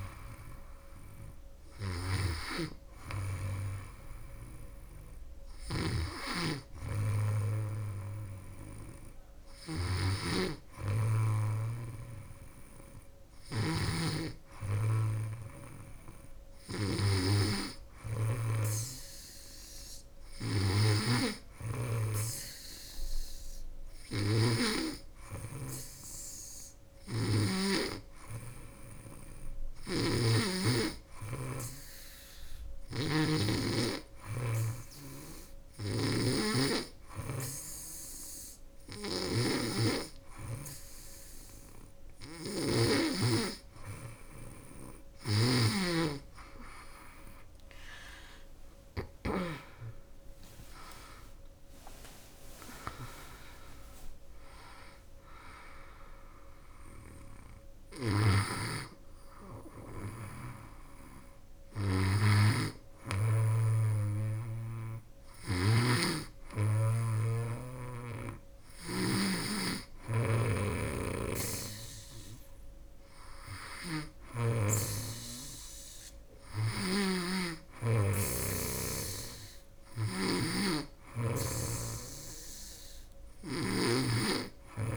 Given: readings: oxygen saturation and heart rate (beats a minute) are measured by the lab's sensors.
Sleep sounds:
breathing in sleep by a room microphone; 1
0.00-27.00 s: snoring (device-marked)
29.00-49.00 s: snoring (device-marked)
30.50-43.00 s: hypopnea (oxygen 99% before, 96% lowest, heart rate 76 before, 74 extreme, up 10 after)
47.00-50.50 s: arousal
57.50-65.00 s: snoring (device-marked)
69.50-84.96 s: snoring (device-marked)
From the record:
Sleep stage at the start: N2 (light sleep); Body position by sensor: on the back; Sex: female

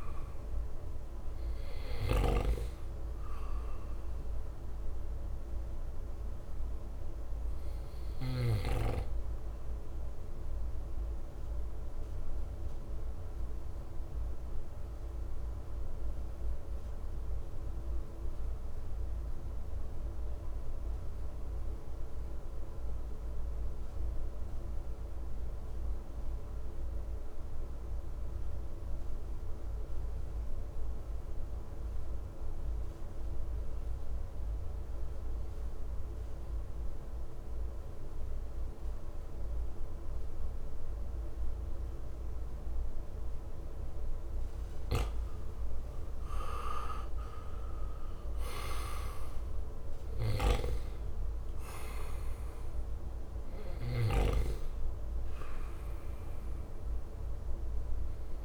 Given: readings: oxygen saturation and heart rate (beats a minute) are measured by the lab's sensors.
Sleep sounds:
breathing in sleep by a room microphone; 1
0.00-2.50 s: snoring (device-marked)
0.00-21.00 s: oxygen desaturation (device-marked, oxygen 87% lowest, heart rate 56 extreme)
9.50-44.50 s: mixed apnea (oxygen 96% before, 87% lowest, heart rate 63 before, 56 extreme, up 8 after)
38.00-58.45 s: oxygen desaturation (device-marked, oxygen 99% before, 89% lowest, heart rate 58 before, 56 extreme)
47.00-51.00 s: arousal
50.50-58.45 s: snoring (device-marked)
From the record:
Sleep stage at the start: N2 (light sleep); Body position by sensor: on the right side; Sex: male

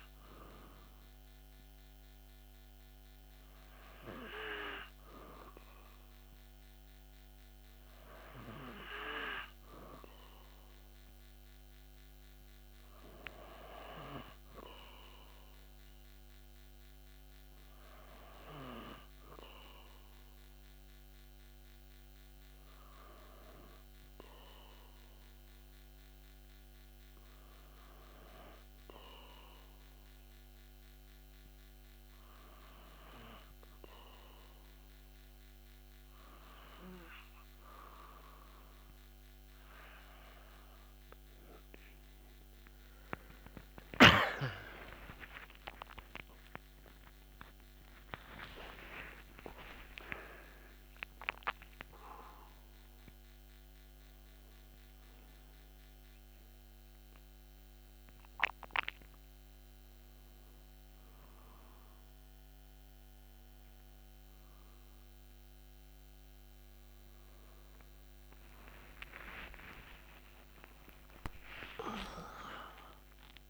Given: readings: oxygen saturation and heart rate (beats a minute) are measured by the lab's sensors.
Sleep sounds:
breathing in sleep by a microphone on the trachea; 1
28.00-40.00 s: hypopnea (oxygen 95% before, 94% lowest)
44.50-51.00 s: arousal
69.00-73.49 s: arousal
From the record:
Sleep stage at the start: N2 (light sleep); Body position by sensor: on the back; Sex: male

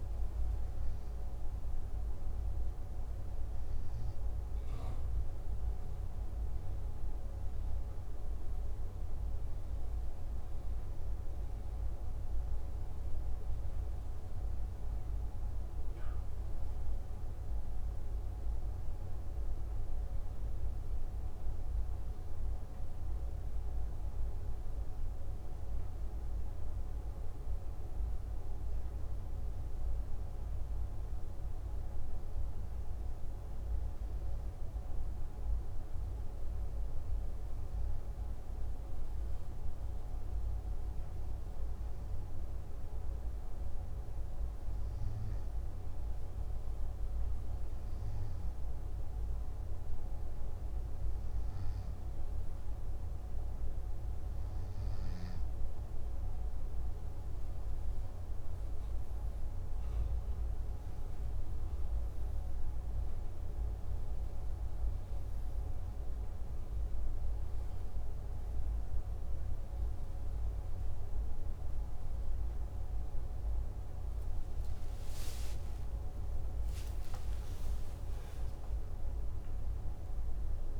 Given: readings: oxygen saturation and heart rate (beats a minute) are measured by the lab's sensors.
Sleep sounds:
breathing in sleep, hard to hear, by a room microphone; 1
31.50-56.00 s: hypopnea (oxygen 97% before, 93% lowest, heart rate 61 before, 60 extreme, up 4 after)
57.50-60.50 s: arousal
76.00-80.50 s: arousal
From the record:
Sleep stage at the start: N2 (light sleep); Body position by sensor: on the back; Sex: male

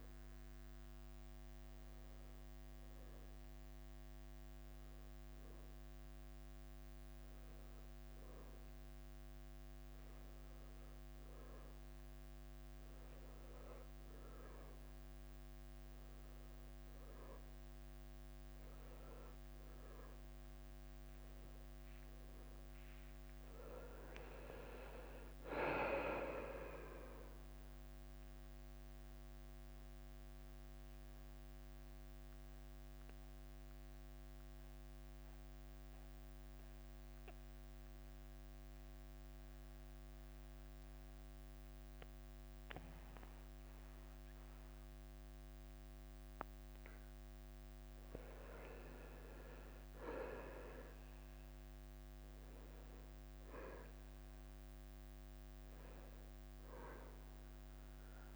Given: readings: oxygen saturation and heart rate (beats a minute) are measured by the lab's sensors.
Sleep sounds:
breathing in sleep by a microphone on the trachea; 1
23.50-27.00 s: arousal
23.50-58.35 s: new sleep stage, N2 (light sleep)
29.50-47.50 s: central apnea (oxygen 95% before, 90% lowest, heart rate 92 before, 83 extreme, up 0 after)
51.50-55.00 s: arousal
55.50-58.35 s: oxygen desaturation (device-marked, oxygen 97% before, 93% lowest, heart rate 85 before, 83 extreme)
From the record:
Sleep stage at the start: N1 (lightest sleep); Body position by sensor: on the back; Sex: male

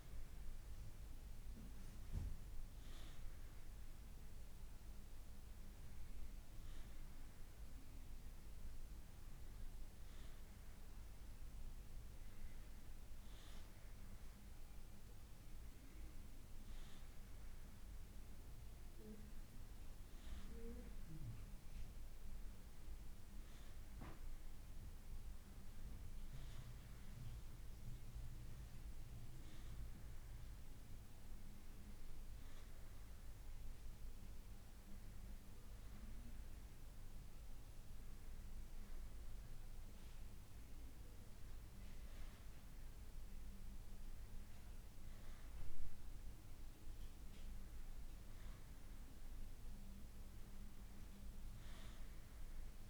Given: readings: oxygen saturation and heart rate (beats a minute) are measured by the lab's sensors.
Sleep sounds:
breathing in sleep, hard to hear, by a room microphone; none
none scored
From the record:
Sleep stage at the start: N1 (lightest sleep); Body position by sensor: on the back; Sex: male

